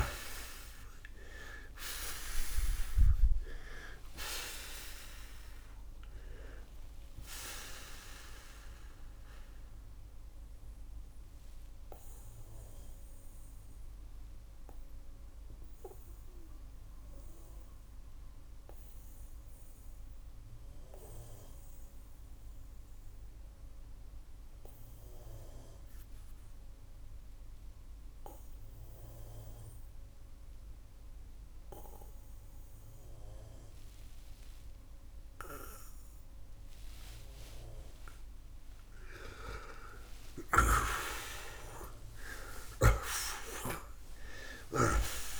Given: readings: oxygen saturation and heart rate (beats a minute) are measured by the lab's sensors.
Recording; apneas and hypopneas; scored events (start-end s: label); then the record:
breathing in sleep by a room microphone; 1
2.50-33.50 s: oxygen desaturation (device-marked, oxygen 93% before, 80% lowest, heart rate 114 before, 67 extreme)
6.00-37.00 s: obstructive apnea (oxygen 93% before, 77% lowest, heart rate 120 before, 67 extreme)
39.00-41.50 s: arousal
40.00-45.40 s: snoring (device-marked)
From the record:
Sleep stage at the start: N2 (light sleep); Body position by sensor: on the back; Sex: male